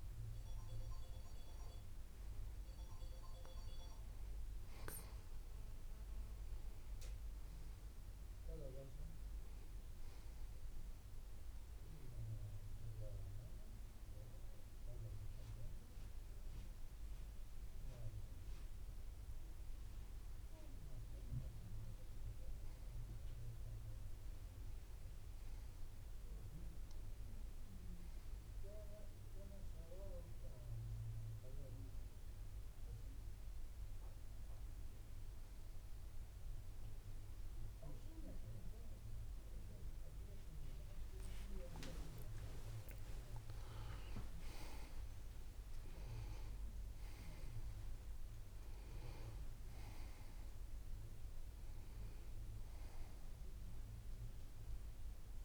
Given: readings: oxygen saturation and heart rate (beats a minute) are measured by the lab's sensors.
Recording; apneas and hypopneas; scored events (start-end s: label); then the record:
breathing in sleep by a room microphone; none
42.00-46.00 s: arousal
From the record:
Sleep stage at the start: N2 (light sleep); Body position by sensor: on the back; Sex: male